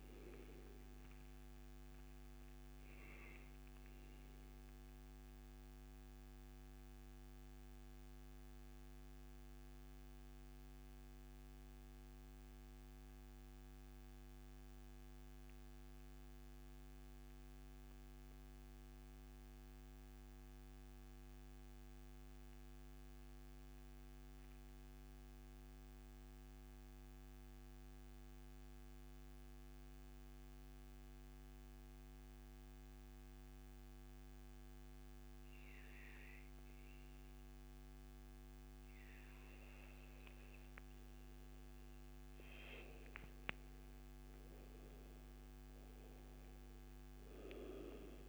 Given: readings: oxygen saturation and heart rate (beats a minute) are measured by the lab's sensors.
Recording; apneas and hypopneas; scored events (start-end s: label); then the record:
breathing in sleep, hard to hear, by a microphone on the trachea; 1
0.00-5.00 s: oxygen desaturation (device-marked, oxygen 90% lowest, heart rate 83 extreme)
4.50-40.50 s: mixed apnea (oxygen 97% before, 91% lowest, heart rate 140 before, 83 extreme, up 33 after)
15.00-17.00 s: long interval between heartbeats (device-marked, heart rate 129 before, 91 extreme)
20.00-22.00 s: long interval between heartbeats (device-marked, heart rate 117 before, 83 extreme)
22.00-24.00 s: long interval between heartbeats (device-marked, heart rate 111 before, 83 extreme)
27.50-29.50 s: long interval between heartbeats (device-marked, heart rate 99 before, 101 extreme)
41.50-43.50 s: long interval between heartbeats (device-marked, heart rate 94 before, 92 extreme)
43.00-47.00 s: arousal
From the record:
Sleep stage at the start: N2 (light sleep); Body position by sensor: on the back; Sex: male